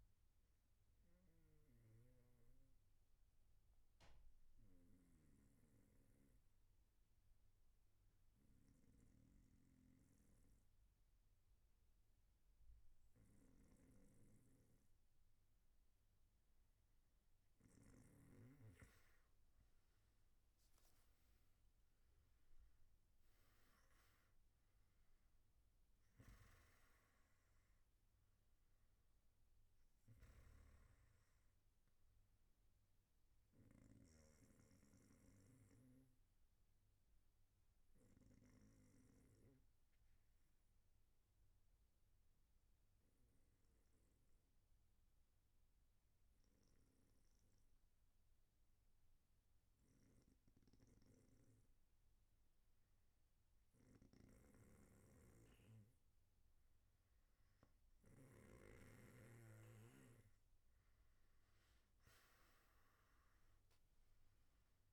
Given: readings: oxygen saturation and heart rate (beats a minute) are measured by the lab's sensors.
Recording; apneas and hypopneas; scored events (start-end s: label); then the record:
breathing in sleep by a room microphone; 2
1.00-17.00 s: obstructive apnea (oxygen 96% before, 93% lowest, heart rate 115 before, 109 extreme, up 14 after)
33.00-53.00 s: obstructive apnea (oxygen 96% before, 94% lowest, heart rate 120 before, 101 extreme, up 0 after)
From the record:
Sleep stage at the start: N1 (lightest sleep); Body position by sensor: on the back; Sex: male